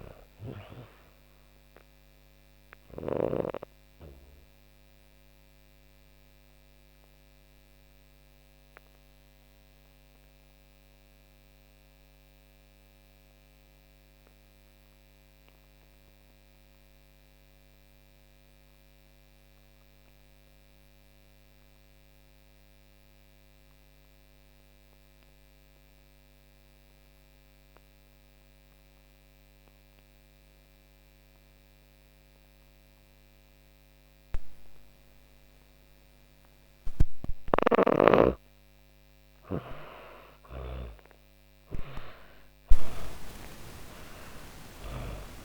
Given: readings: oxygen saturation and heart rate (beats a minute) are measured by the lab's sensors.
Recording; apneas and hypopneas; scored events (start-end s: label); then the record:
breathing in sleep by a microphone on the trachea; 1
0.00-18.50 s: oxygen desaturation (device-marked, oxygen 73% lowest)
2.50-35.50 s: obstructive apnea (oxygen 97% before, 73% lowest)
30.50-45.45 s: oxygen desaturation (device-marked, oxygen 99% before, 78% lowest)
36.00-39.50 s: snoring (device-marked)
37.50-41.50 s: arousal
From the record:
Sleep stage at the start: N2 (light sleep); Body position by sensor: on the back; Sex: female